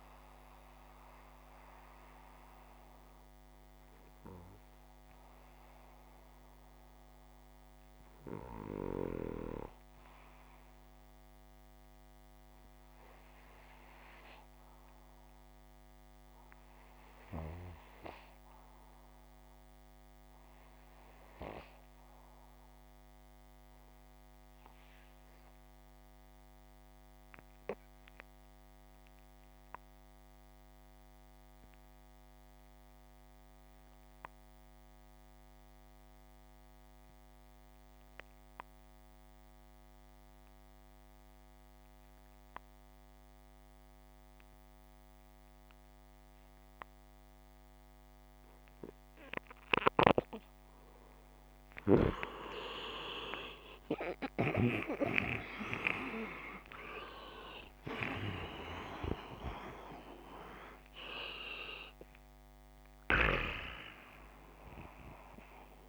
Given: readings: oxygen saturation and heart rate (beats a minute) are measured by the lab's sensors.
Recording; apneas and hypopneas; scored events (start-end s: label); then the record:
breathing in sleep by a microphone on the trachea; 1
7.00-22.00 s: oxygen desaturation (device-marked, oxygen 95% before, 89% lowest, heart rate 66 before, 57 extreme)
13.50-47.00 s: obstructive apnea (oxygen 95% before, 89% lowest, heart rate 64 before, 57 extreme, up 8 after)
51.50-57.50 s: arousal
64.00-65.89 s: new sleep stage, N2 (light sleep)
From the record:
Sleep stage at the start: REM sleep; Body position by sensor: upright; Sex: male